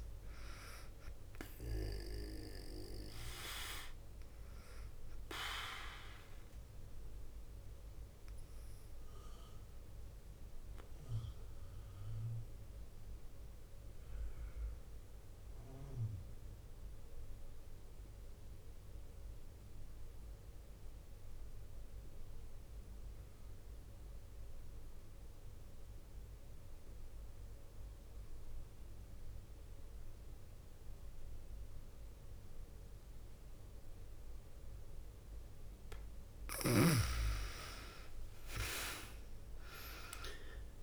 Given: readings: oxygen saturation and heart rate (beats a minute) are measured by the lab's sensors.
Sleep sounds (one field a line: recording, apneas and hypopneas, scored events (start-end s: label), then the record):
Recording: breathing in sleep by a room microphone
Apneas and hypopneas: 1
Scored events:
0.00-5.50 s: oxygen desaturation (device-marked, oxygen 90% lowest, heart rate 46 extreme)
5.50-35.00 s: obstructive apnea (oxygen 99% before, 88% lowest, heart rate 57 before, 46 extreme, up 9 after)
34.50-40.83 s: oxygen desaturation (device-marked, oxygen 100% before, 88% lowest, heart rate 51 before, 49 extreme)
36.50-40.50 s: arousal
From the record:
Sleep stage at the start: N2 (light sleep)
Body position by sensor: on the back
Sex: female